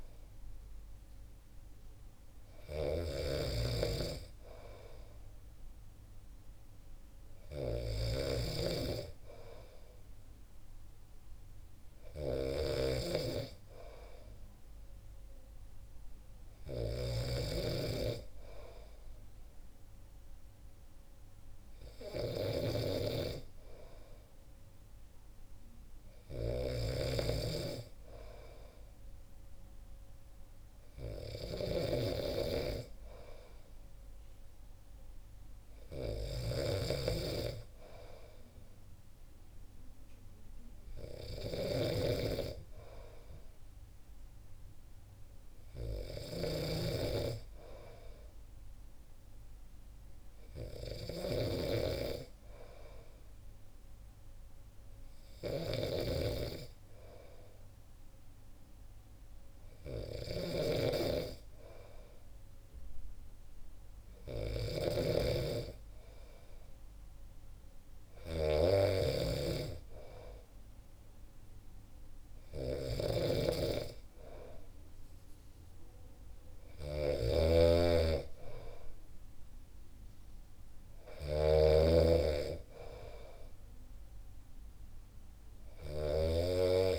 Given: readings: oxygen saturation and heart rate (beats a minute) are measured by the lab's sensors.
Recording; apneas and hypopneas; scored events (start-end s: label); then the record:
breathing in sleep by a room microphone; none
0.00-86.99 s: snoring (device-marked)
From the record:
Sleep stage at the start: N2 (light sleep); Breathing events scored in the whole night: 112 in 6.8 hours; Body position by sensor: on the back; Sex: male